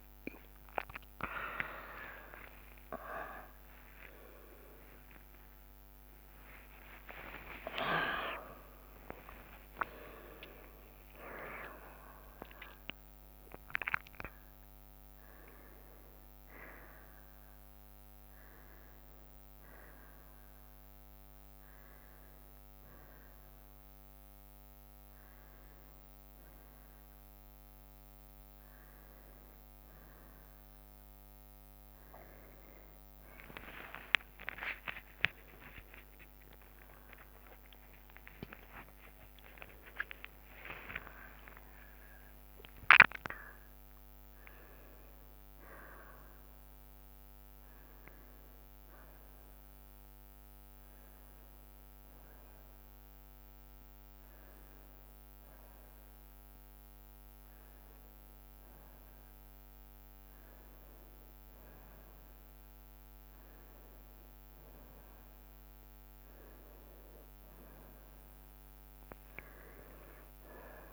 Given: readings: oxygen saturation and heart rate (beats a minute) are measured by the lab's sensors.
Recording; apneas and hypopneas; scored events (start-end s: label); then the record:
a person awake in a sleep study, by a microphone on the trachea; none
0.00-3.00 s: drop in pulse transit time (device-marked, heart rate 75 extreme)
0.00-16.00 s: oxygen desaturation (device-marked, oxygen 91% lowest, heart rate 66 extreme)
33.50-35.50 s: long interval between heartbeats (device-marked, heart rate 73 before, 78 extreme)
36.00-38.00 s: tachycardia (device-marked, heart rate 66 before, 99 extreme)
41.00-43.00 s: long interval between heartbeats (device-marked, heart rate 79 before, 97 extreme)
From the record:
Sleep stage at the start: awake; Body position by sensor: on the right side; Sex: female